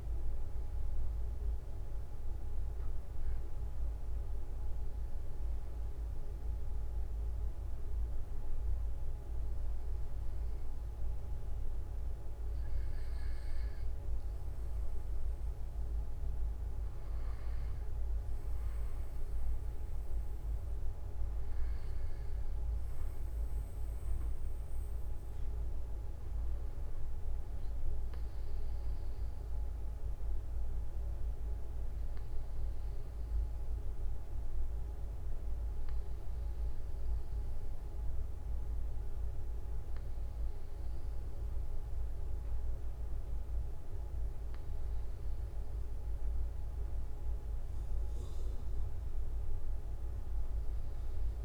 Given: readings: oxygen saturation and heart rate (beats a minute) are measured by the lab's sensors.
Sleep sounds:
breathing in sleep, hard to hear, by a room microphone; none
1.00-3.00 s: long interval between heartbeats (device-marked)
7.50-9.50 s: long interval between heartbeats (device-marked)
16.50-18.50 s: long interval between heartbeats (device-marked)
20.50-22.50 s: long interval between heartbeats (device-marked)
From the record:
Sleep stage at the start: N1 (lightest sleep); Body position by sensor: on the right side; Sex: male

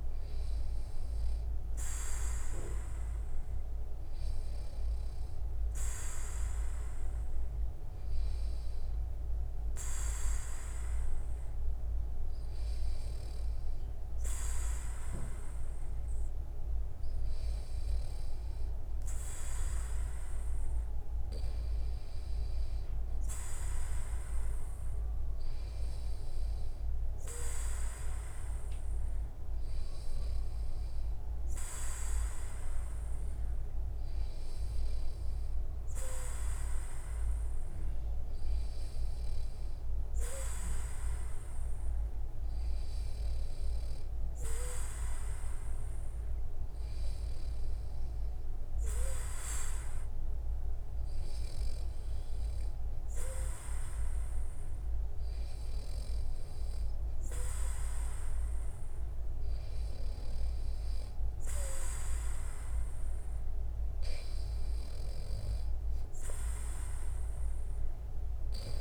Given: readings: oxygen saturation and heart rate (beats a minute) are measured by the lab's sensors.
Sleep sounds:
breathing in sleep by a room microphone; none
none scored
From the record:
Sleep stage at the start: N2 (light sleep); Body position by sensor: on the back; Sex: male

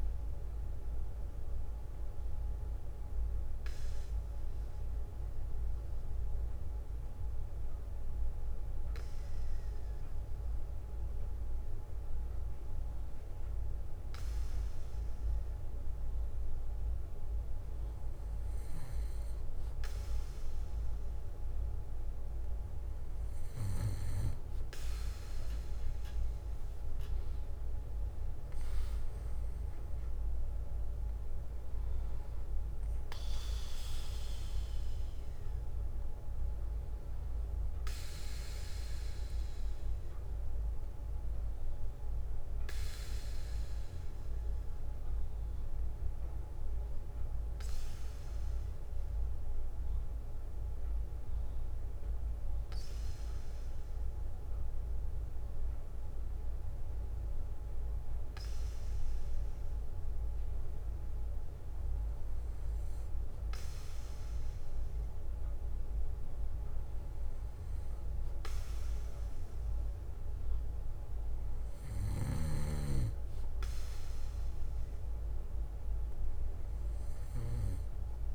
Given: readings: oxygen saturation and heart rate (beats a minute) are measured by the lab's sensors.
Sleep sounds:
breathing in sleep, hard to hear, by a room microphone; 2
0.00-1.00 s: bradycardia (device-marked, heart rate 57 extreme)
1.50-13.00 s: obstructive apnea (oxygen 96% before, 94% lowest, heart rate 61 before, 56 extreme, up 5 after)
7.00-9.00 s: bradycardia (device-marked, heart rate 68 before, 60 extreme)
11.00-13.00 s: bradycardia (device-marked, heart rate 68 before, 56 extreme)
15.00-17.00 s: bradycardia (device-marked, heart rate 68 before, 57 extreme)
15.00-18.00 s: arousal
19.00-24.00 s: bradycardia (device-marked, heart rate 68 before, 57 extreme)
32.00-50.00 s: bradycardia (device-marked, heart rate 66 before, 54 extreme)
44.50-59.50 s: hypopnea (oxygen 96% before, 94% lowest, heart rate 60 before, 56 extreme, up 9 after)
51.00-55.00 s: bradycardia (device-marked, heart rate 64 before, 57 extreme)
61.50-64.50 s: arousal
62.00-64.00 s: bradycardia (device-marked, heart rate 63 before, 61 extreme)
70.00-72.00 s: bradycardia (device-marked, heart rate 63 before, 60 extreme)
76.00-78.35 s: bradycardia (device-marked, heart rate 63 before, 59 extreme)
From the record:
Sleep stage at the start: N2 (light sleep); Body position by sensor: on the back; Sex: male

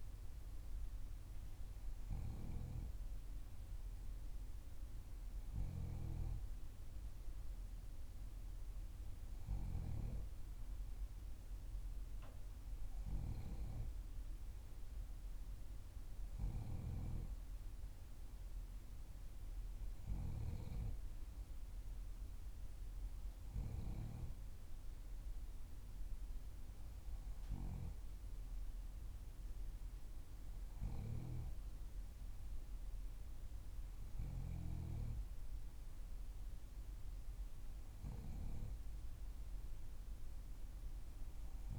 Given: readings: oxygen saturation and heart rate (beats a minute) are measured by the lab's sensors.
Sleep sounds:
breathing in sleep by a room microphone; none
none scored
From the record:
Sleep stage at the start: N3 (deep sleep); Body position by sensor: on the back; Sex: female

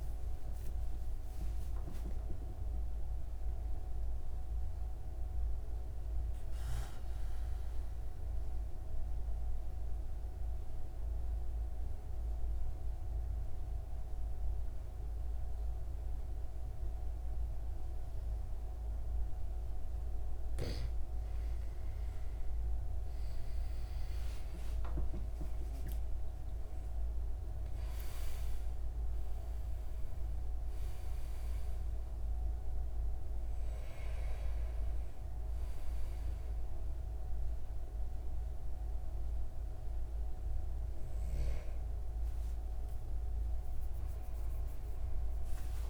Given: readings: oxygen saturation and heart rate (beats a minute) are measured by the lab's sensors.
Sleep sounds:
breathing in sleep, hard to hear, by a room microphone; 1
0.00-3.50 s: oxygen desaturation (device-marked, oxygen 90% lowest)
1.00-19.50 s: obstructive apnea (oxygen 97% before, 92% lowest)
21.00-27.50 s: arousal
From the record:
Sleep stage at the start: N2 (light sleep); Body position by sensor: on the right side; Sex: male

